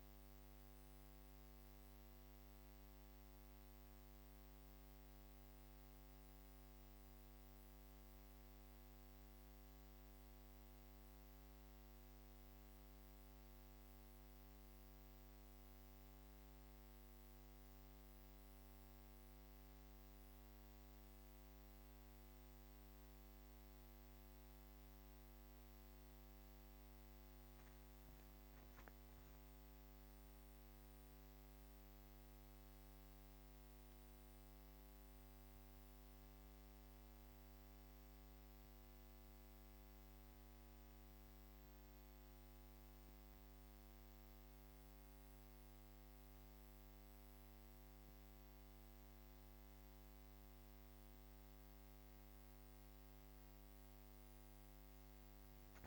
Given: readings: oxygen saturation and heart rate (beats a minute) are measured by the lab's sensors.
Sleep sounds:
breathing in sleep, hard to hear, by a microphone on the trachea; 1
0.00-3.50 s: oxygen desaturation (device-marked, oxygen 94% lowest, heart rate 27 extreme)
9.50-23.50 s: hypopnea (oxygen 97% before, 94% lowest)
28.00-32.00 s: arousal
43.50-55.87 s: new sleep stage, N1 (lightest sleep)
From the record:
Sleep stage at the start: N2 (light sleep); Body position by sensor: on the back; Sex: female

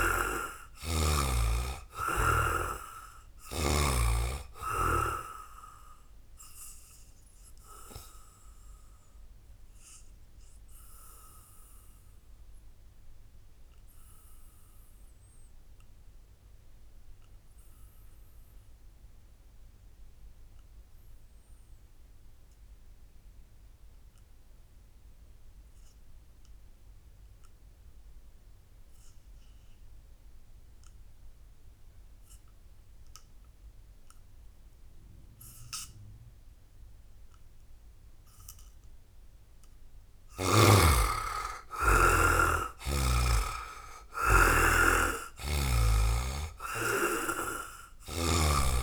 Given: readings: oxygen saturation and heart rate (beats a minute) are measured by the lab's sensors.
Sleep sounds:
breathing in sleep by a room microphone; 1
0.00-3.50 s: snoring (device-marked)
0.00-17.00 s: oxygen desaturation (device-marked, oxygen 70% lowest, heart rate 56 extreme)
5.50-38.50 s: obstructive apnea (oxygen 96% before, 70% lowest, heart rate 68 before, 59 extreme, up 19 after)
24.00-48.83 s: oxygen desaturation (device-marked, oxygen 98% before, 70% lowest, heart rate 82 before, 59 extreme)
40.00-44.00 s: arousal
From the record:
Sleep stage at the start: N2 (light sleep); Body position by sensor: on the back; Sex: male

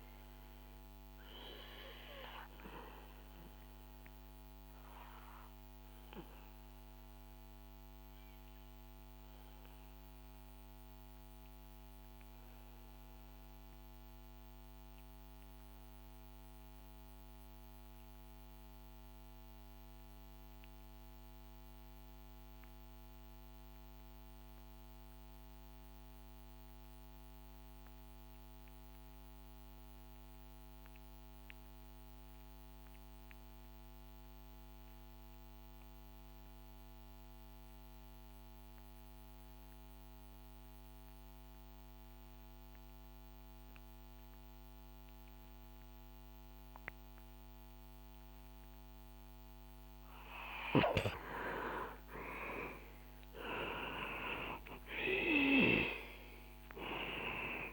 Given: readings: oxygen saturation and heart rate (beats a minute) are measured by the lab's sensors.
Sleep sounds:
breathing in sleep by a microphone on the trachea; 1
2.50-49.00 s: obstructive apnea (oxygen 98% before, 82% lowest, heart rate 67 before, 57 extreme, up 13 after)
51.00-56.00 s: arousal
From the record:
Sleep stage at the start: REM sleep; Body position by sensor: on the back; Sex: male

